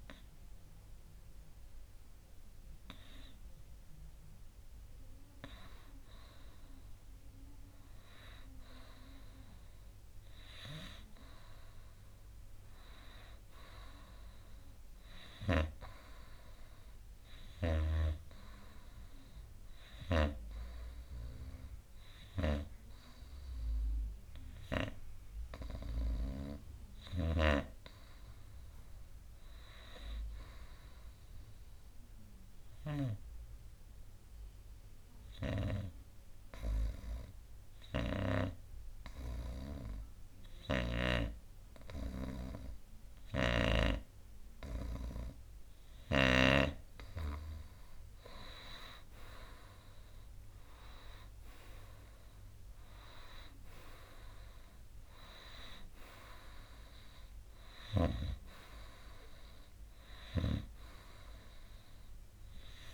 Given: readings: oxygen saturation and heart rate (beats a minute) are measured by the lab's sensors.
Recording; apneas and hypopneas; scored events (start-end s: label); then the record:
a person partly awake in a sleep study, by a room microphone; 1
2.00-62.94 s: new sleep stage, N2 (light sleep)
32.00-47.00 s: hypopnea (oxygen 96% before, 92% lowest, heart rate 65 before, 62 extreme, up 5 after)
49.50-54.00 s: arousal
From the record:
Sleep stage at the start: awake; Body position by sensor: on the right side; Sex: male